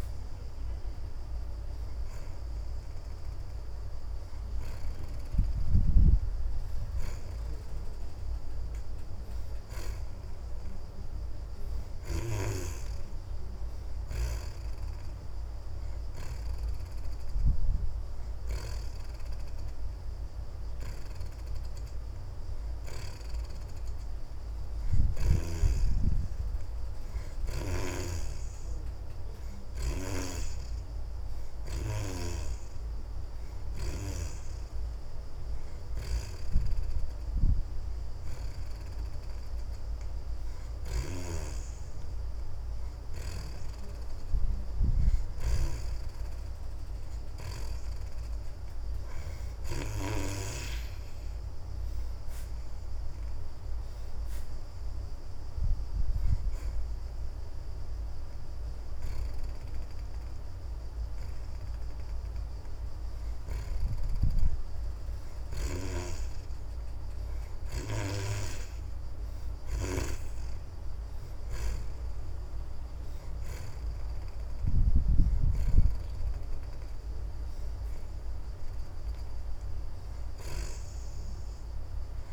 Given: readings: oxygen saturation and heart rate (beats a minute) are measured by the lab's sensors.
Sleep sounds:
breathing in sleep by a room microphone; none
11.00-26.00 s: oxygen desaturation (device-marked, oxygen 72% before, 62% lowest)
28.00-39.00 s: oxygen desaturation (device-marked, oxygen 71% before, 66% lowest)
49.00-59.00 s: oxygen desaturation (device-marked, oxygen 70% before, 64% lowest)
70.00-79.00 s: oxygen desaturation (device-marked, oxygen 68% before, 65% lowest)
81.00-82.33 s: oxygen desaturation (device-marked, oxygen 72% before, 63% lowest)
From the record:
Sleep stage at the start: N2 (light sleep); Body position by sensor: on the back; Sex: female

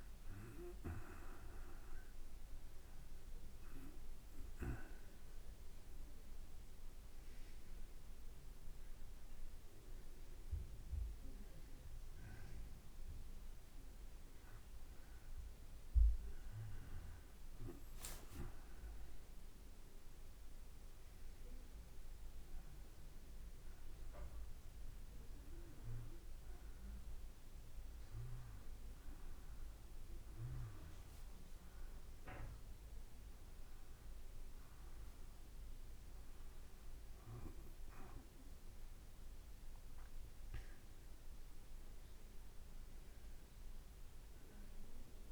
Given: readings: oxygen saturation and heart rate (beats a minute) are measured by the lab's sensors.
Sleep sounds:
breathing in sleep by a room microphone; none
39.00-45.32 s: drop in pulse transit time (device-marked, heart rate 57 before, 58 extreme)
From the record:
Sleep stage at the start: N2 (light sleep); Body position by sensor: on the back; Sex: male

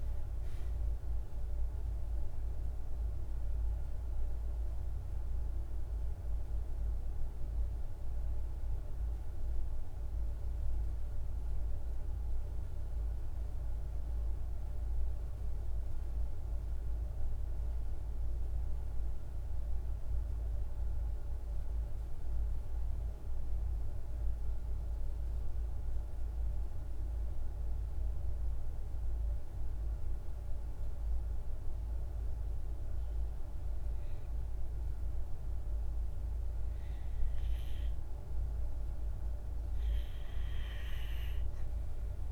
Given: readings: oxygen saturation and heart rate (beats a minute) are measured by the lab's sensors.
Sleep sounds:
breathing in sleep, hard to hear, by a room microphone; 1
0.00-16.50 s: oxygen desaturation (device-marked, oxygen 88% lowest, heart rate 49 extreme)
3.00-37.00 s: mixed apnea (oxygen 97% before, 88% lowest, heart rate 55 before, 49 extreme, up 2 after)
32.50-42.31 s: oxygen desaturation (device-marked, oxygen 100% before, 88% lowest, heart rate 51 before, 46 extreme)
39.00-42.00 s: arousal
From the record:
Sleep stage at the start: N2 (light sleep); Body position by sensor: on the right side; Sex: male

